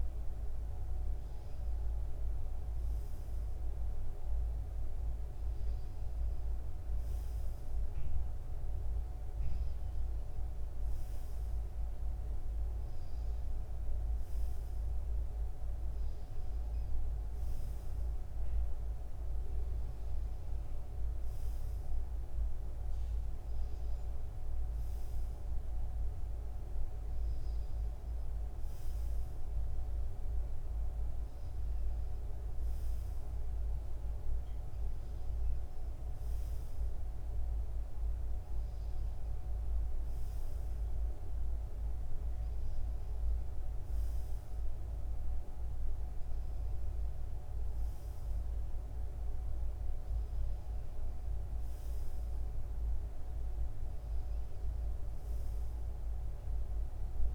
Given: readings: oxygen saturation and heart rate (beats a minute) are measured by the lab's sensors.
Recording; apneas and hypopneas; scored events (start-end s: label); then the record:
breathing in sleep, hard to hear, by a room microphone; none
none scored
From the record:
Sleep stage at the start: N2 (light sleep); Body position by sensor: on the front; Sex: male